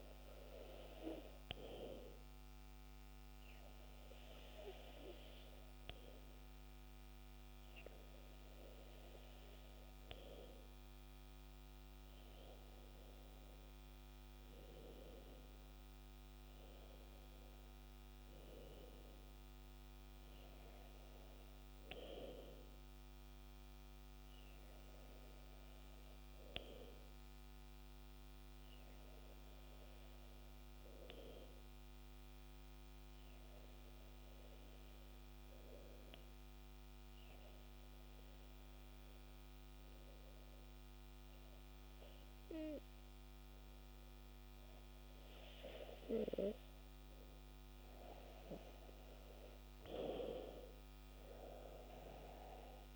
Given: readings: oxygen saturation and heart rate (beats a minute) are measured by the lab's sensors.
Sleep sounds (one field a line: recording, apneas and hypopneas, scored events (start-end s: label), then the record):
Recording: breathing in sleep by a microphone on the trachea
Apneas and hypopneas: 2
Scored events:
1.50-12.50 s: obstructive apnea (oxygen 97% before, 94% lowest, heart rate 67 before, 61 extreme, up 7 after)
13.50-17.50 s: arousal
30.00-44.50 s: obstructive apnea (oxygen 97% before, 94% lowest, heart rate 66 before, 64 extreme, up 5 after)
46.00-49.00 s: arousal
46.00-52.95 s: oxygen desaturation (device-marked, oxygen 98% before, 94% lowest, heart rate 64 before, 61 extreme)
From the record:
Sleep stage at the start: N2 (light sleep)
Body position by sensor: on the back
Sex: male